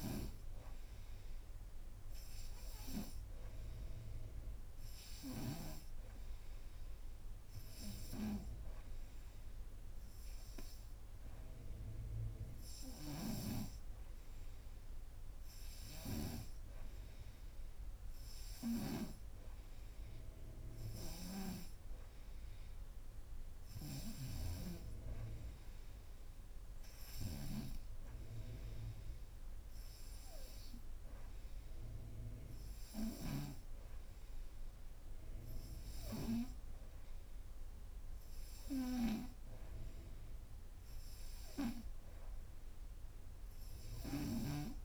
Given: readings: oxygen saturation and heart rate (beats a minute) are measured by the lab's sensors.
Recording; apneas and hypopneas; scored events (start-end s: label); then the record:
breathing in sleep by a room microphone; none
0.00-7.00 s: oxygen desaturation (device-marked, oxygen 91% lowest, heart rate 37 extreme)
From the record:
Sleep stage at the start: N2 (light sleep); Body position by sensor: upright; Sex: female